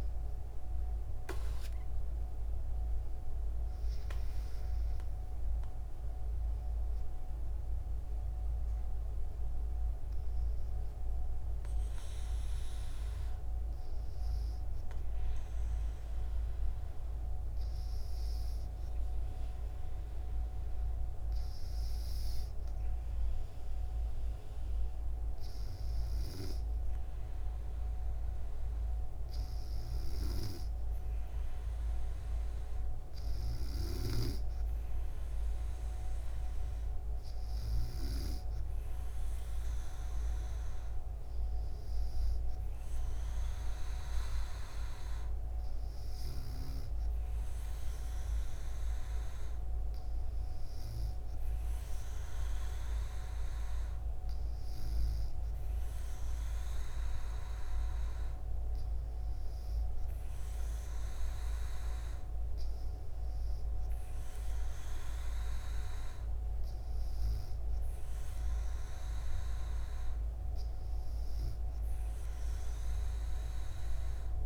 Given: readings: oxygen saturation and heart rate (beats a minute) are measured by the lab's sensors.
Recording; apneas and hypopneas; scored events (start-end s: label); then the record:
breathing in sleep, hard to hear, by a room microphone; none
none scored
From the record:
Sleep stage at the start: N2 (light sleep); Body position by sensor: on the back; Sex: female